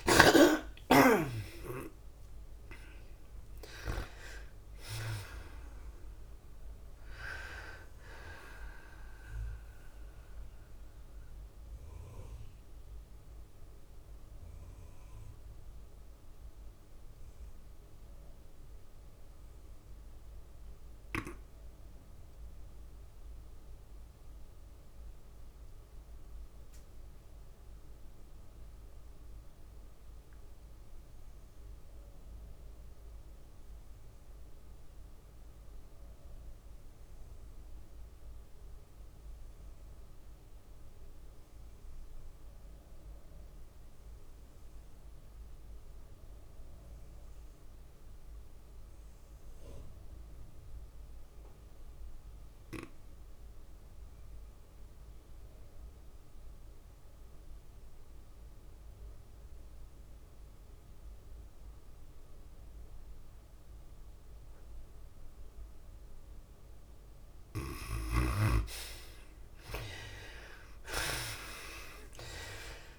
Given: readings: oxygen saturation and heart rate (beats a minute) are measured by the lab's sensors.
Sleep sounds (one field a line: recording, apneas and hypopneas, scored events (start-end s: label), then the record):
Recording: breathing in sleep by a room microphone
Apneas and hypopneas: 1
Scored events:
0.00-1.00 s: snoring (device-marked)
0.00-3.00 s: arousal
0.00-14.50 s: oxygen desaturation (device-marked, oxygen 68% lowest, heart rate 102 extreme)
0.00-40.50 s: tachycardia (device-marked, heart rate 118 extreme)
2.50-16.50 s: drop in pulse transit time (device-marked, heart rate 109 before, 112 extreme)
11.50-66.00 s: mixed apnea (oxygen 96% before, 50% lowest, heart rate 111 before, 63 extreme, up 35 after)
28.50-72.99 s: oxygen desaturation (device-marked, oxygen 97% before, 50% lowest, heart rate 111 before, 61 extreme)
35.50-49.50 s: drop in pulse transit time (device-marked, heart rate 108 before, 87 extreme)
49.50-51.50 s: long interval between heartbeats (device-marked, heart rate 100 before, 83 extreme)
69.50-72.99 s: arousal
69.50-72.99 s: drop in pulse transit time (device-marked, heart rate 75 before, 80 extreme)
71.50-72.99 s: tachycardia (device-marked, heart rate 105 before, 118 extreme)
From the record:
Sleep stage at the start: N2 (light sleep)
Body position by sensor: on the back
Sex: female